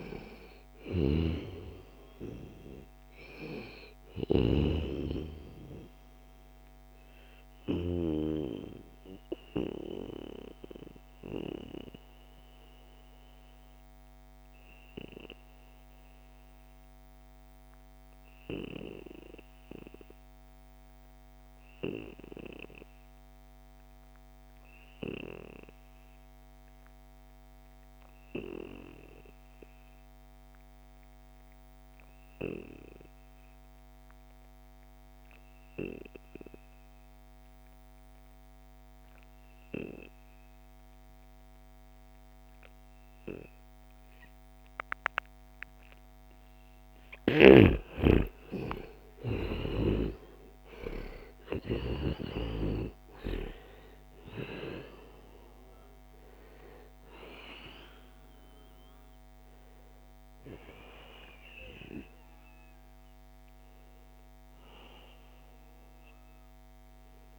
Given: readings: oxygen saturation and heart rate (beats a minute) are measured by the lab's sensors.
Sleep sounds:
breathing in sleep by a microphone on the trachea; 1
0.00-4.00 s: snoring (device-marked)
0.00-17.50 s: oxygen desaturation (device-marked, oxygen 89% lowest, heart rate 60 extreme)
5.50-46.00 s: obstructive apnea (oxygen 97% before, 87% lowest, heart rate 71 before, 59 extreme, up 18 after)
36.50-67.39 s: oxygen desaturation (device-marked, oxygen 97% before, 87% lowest, heart rate 66 before, 59 extreme)
47.50-53.00 s: arousal
From the record:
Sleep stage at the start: N2 (light sleep); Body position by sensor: on the back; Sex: male

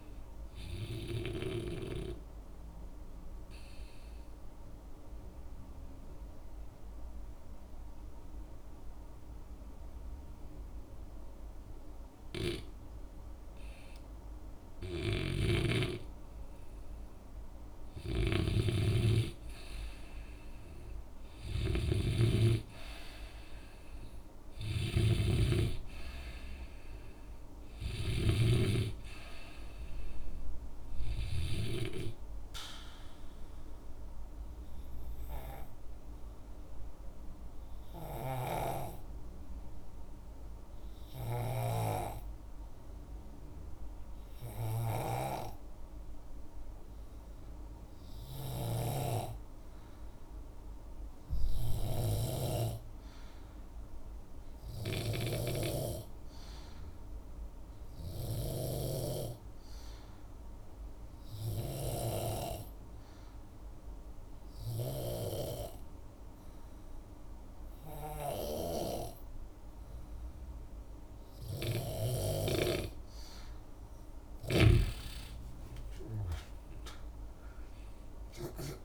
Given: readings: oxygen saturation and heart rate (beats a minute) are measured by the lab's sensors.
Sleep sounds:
breathing in sleep by a room microphone; 2
3.50-15.50 s: obstructive apnea (oxygen 95% before, 90% lowest, heart rate 64 before, 63 extreme, up 2 after)
15.00-28.50 s: snoring (device-marked)
18.50-22.50 s: arousal
31.00-47.00 s: oxygen desaturation (device-marked, oxygen 93% before, 90% lowest, heart rate 65 before, 63 extreme)
34.00-72.50 s: obstructive apnea (oxygen 94% before, 89% lowest, heart rate 65 before, 63 extreme, up 11 after)
48.50-55.50 s: snoring (device-marked)
54.00-60.00 s: oxygen desaturation (device-marked, oxygen 96% before, 93% lowest, heart rate 66 before, 64 extreme)
73.00-78.85 s: oxygen desaturation (device-marked, oxygen 94% before, 89% lowest, heart rate 66 before, 58 extreme)
74.50-78.85 s: snoring (device-marked)
From the record:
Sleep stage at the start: N2 (light sleep); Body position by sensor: on the back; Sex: male

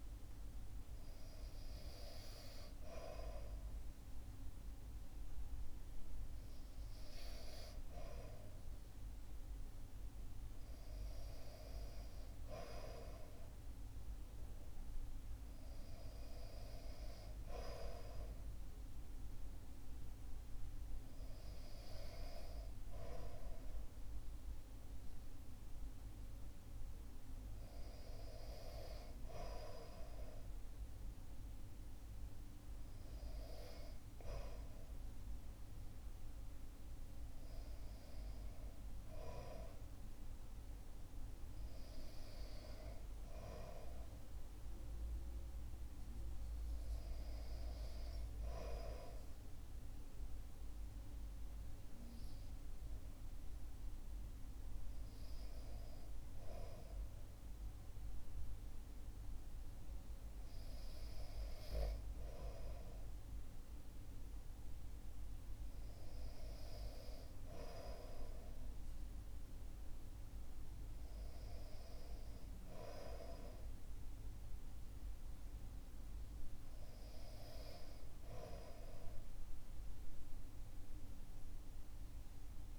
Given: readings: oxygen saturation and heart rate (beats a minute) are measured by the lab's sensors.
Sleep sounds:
breathing in sleep by a room microphone; none
none scored
From the record:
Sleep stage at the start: REM sleep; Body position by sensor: on the back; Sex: male

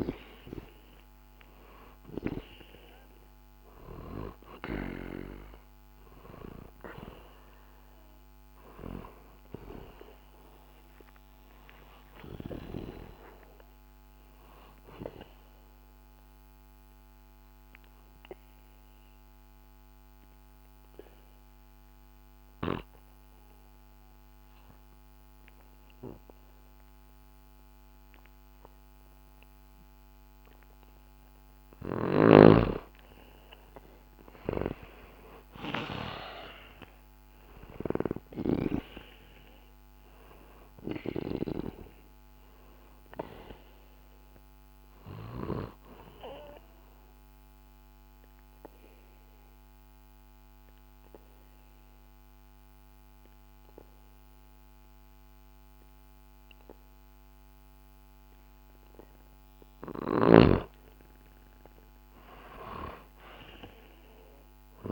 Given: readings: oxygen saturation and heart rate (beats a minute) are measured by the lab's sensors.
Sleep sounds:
breathing in sleep by a microphone on the trachea; 2
0.00-18.00 s: oxygen desaturation (device-marked, oxygen 98% before, 91% lowest, heart rate 67 before, 60 extreme)
15.50-31.50 s: obstructive apnea (oxygen 98% before, 91% lowest, heart rate 69 before, 60 extreme, up 3 after)
33.50-37.50 s: arousal
38.00-41.50 s: snoring (device-marked)
39.00-62.00 s: oxygen desaturation (device-marked, oxygen 97% before, 91% lowest, heart rate 66 before, 65 extreme)
45.00-59.00 s: obstructive apnea (oxygen 97% before, 91% lowest, heart rate 65 before, 65 extreme, up 2 after)
60.00-64.92 s: snoring (device-marked)
63.00-64.92 s: arousal
From the record:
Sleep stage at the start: N2 (light sleep); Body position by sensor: on the back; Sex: male

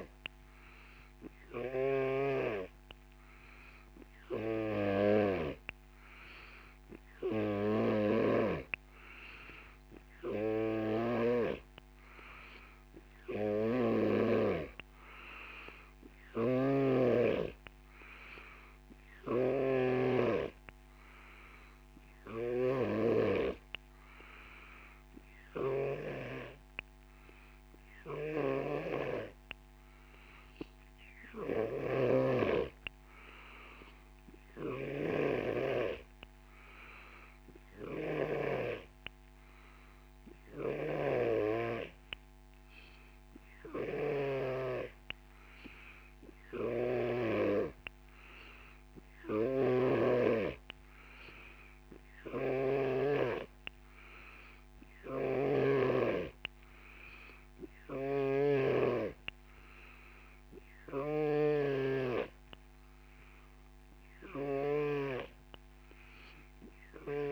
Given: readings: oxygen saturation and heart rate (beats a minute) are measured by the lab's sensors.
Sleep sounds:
breathing in sleep by a microphone on the trachea; none
4.50-67.32 s: new sleep stage, N3 (deep sleep)
10.50-14.00 s: snoring (device-marked)
16.00-26.00 s: snoring (device-marked)
28.00-38.50 s: snoring (device-marked)
40.50-44.50 s: snoring (device-marked)
46.50-50.00 s: snoring (device-marked)
52.00-67.32 s: snoring (device-marked)
From the record:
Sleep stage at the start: N2 (light sleep); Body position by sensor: on the back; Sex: male

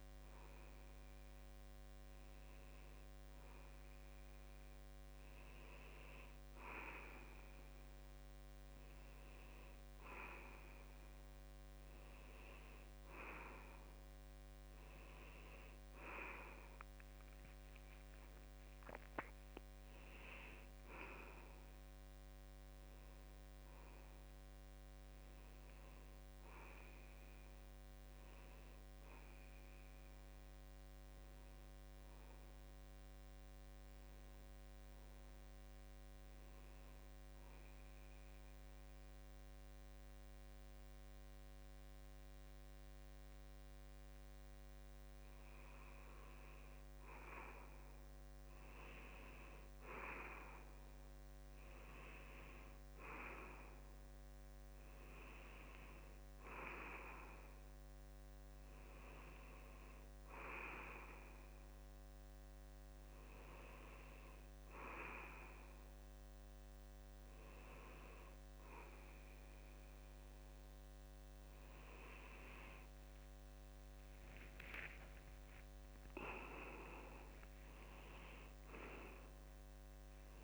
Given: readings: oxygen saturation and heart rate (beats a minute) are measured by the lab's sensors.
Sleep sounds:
breathing in sleep by a microphone on the trachea; 1
17.50-80.44 s: new sleep stage, N2 (light sleep)
31.50-34.50 s: arousal
37.50-47.50 s: central apnea (oxygen 93% before, 91% lowest, heart rate 75 before, 71 extreme, up 5 after)
48.50-52.50 s: arousal
73.50-75.50 s: long interval between heartbeats (device-marked, heart rate 74 before, 84 extreme)
From the record:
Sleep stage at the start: N1 (lightest sleep); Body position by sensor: on the back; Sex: male

